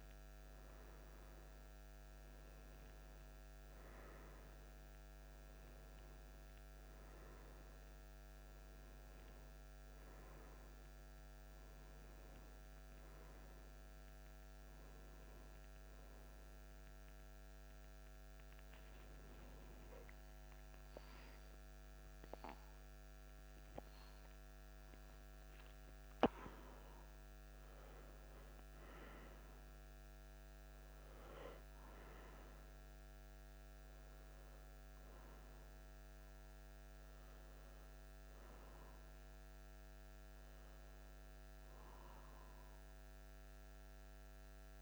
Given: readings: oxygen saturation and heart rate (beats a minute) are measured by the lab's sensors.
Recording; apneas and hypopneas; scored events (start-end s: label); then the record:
breathing in sleep, hard to hear, by a microphone on the trachea; none
0.00-16.50 s: oxygen desaturation (device-marked, oxygen 94% lowest)
20.50-25.00 s: arousal
From the record:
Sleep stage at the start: N1 (lightest sleep); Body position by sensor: on the back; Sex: male